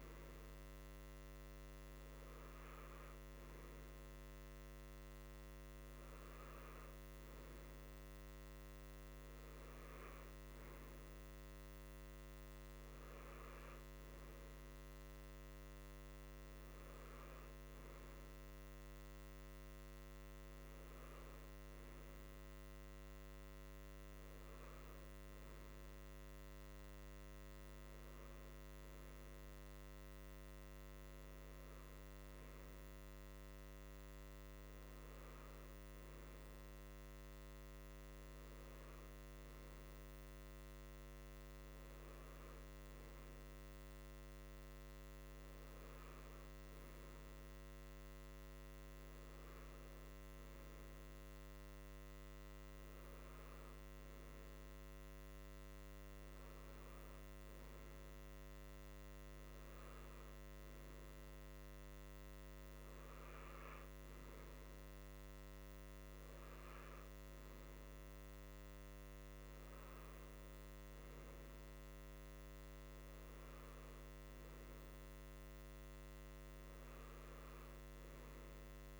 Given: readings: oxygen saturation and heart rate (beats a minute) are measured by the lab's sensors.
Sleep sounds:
breathing in sleep, hard to hear, by a microphone on the trachea; none
76.50-79.00 s: new sleep stage, N3 (deep sleep)
From the record:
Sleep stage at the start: N2 (light sleep); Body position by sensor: on the right side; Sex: male

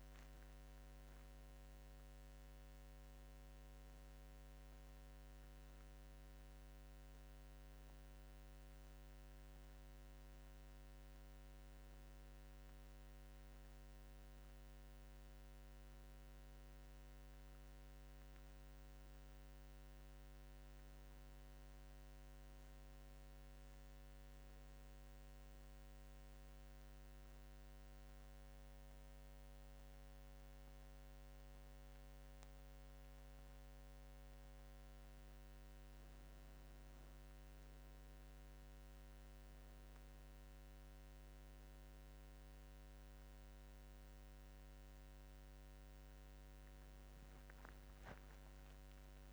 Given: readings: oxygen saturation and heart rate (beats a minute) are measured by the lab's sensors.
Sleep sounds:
breathing in sleep, hard to hear, by a microphone on the trachea; 1
25.50-37.00 s: obstructive apnea (oxygen 95% before, 94% lowest, heart rate 74 before, 67 extreme, up 11 after)
38.50-42.50 s: arousal
From the record:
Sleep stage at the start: N2 (light sleep); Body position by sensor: on the back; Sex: male

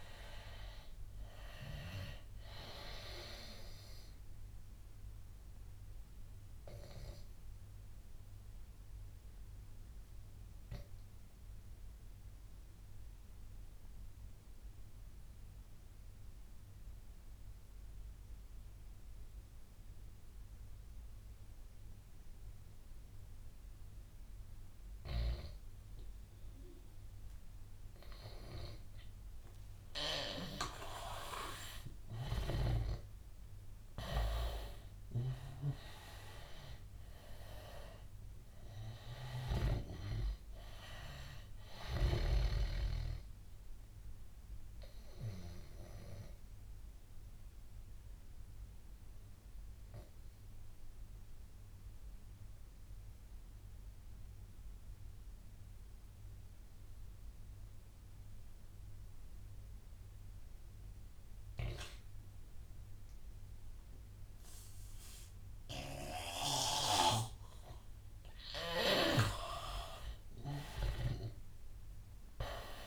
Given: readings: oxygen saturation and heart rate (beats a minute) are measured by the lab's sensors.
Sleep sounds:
breathing in sleep by a room microphone; 2
0.00-17.50 s: oxygen desaturation (device-marked, oxygen 88% lowest, heart rate 81 extreme)
5.00-28.50 s: obstructive apnea (oxygen 99% before, 83% lowest, heart rate 89 before, 81 extreme, up 9 after)
25.50-55.50 s: oxygen desaturation (device-marked, oxygen 99% before, 83% lowest, heart rate 86 before, 81 extreme)
31.00-35.50 s: arousal
45.00-68.50 s: obstructive apnea (oxygen 99% before, 83% lowest, heart rate 88 before, 81 extreme, up 7 after)
65.50-72.87 s: oxygen desaturation (device-marked, oxygen 99% before, 86% lowest, heart rate 85 before, 85 extreme)
70.50-72.87 s: arousal
From the record:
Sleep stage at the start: N2 (light sleep); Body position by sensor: on the right side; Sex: male

